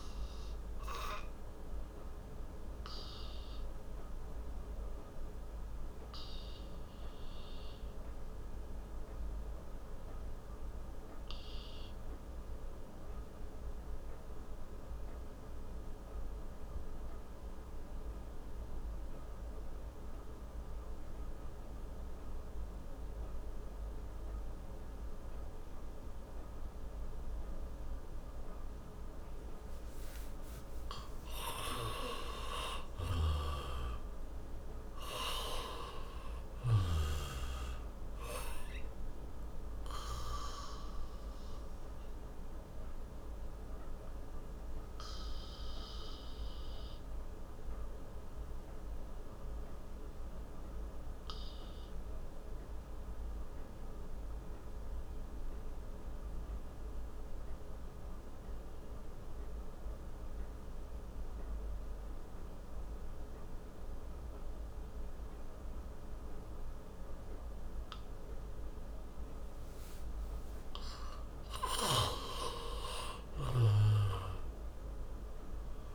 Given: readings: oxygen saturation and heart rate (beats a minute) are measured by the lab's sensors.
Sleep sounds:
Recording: breathing in sleep by a room microphone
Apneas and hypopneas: 2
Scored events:
0.00-22.00 s: oxygen desaturation (device-marked, oxygen 87% lowest)
1.50-28.50 s: obstructive apnea (oxygen 98% before, 87% lowest)
31.00-35.50 s: arousal
34.00-63.00 s: oxygen desaturation (device-marked, oxygen 99% before, 90% lowest)
43.50-69.50 s: obstructive apnea (oxygen 99% before, 89% lowest)
71.00-75.00 s: arousal
71.00-75.95 s: oxygen desaturation (device-marked, oxygen 97% before, 89% lowest)
From the record:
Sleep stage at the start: N2 (light sleep)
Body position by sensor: on the back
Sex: male

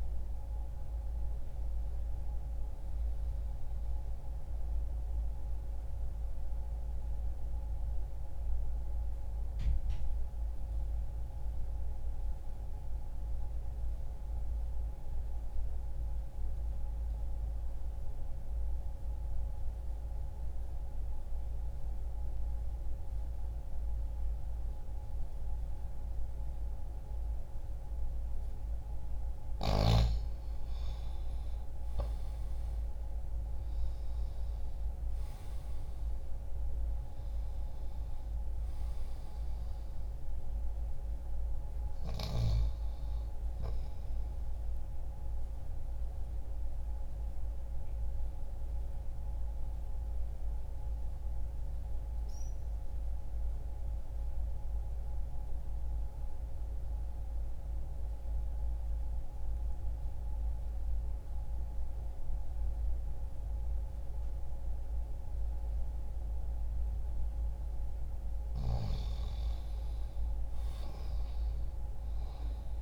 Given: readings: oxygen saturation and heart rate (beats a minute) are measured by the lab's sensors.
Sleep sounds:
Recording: breathing in sleep, hard to hear, by a room microphone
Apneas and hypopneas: 2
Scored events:
0.00-26.00 s: oxygen desaturation (device-marked, oxygen 83% lowest, heart rate 60 extreme)
3.50-28.00 s: mixed apnea (oxygen 96% before, 83% lowest, heart rate 60 before, 60 extreme, up 0 after)
30.00-35.00 s: arousal
31.00-64.00 s: oxygen desaturation (device-marked, oxygen 96% before, 84% lowest, heart rate 60 before, 60 extreme)
44.00-67.50 s: mixed apnea (oxygen 96% before, 84% lowest, heart rate 60 before, 60 extreme, up 0 after)
69.00-72.82 s: arousal
70.00-72.82 s: oxygen desaturation (device-marked, oxygen 96% before, 91% lowest, heart rate 60 before, 60 extreme)
From the record:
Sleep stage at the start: N2 (light sleep)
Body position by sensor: on the back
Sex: male

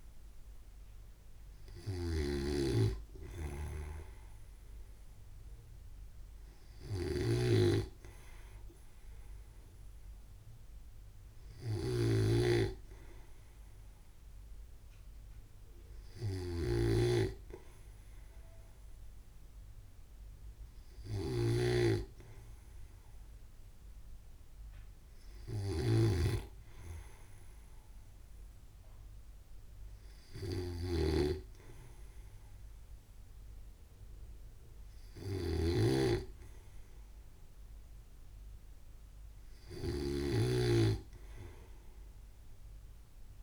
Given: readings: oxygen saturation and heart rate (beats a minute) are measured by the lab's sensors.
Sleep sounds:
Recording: breathing in sleep by a room microphone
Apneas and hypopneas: none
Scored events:
0.00-43.43 s: snoring (device-marked)
From the record:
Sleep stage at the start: N2 (light sleep)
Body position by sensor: on the right side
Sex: male

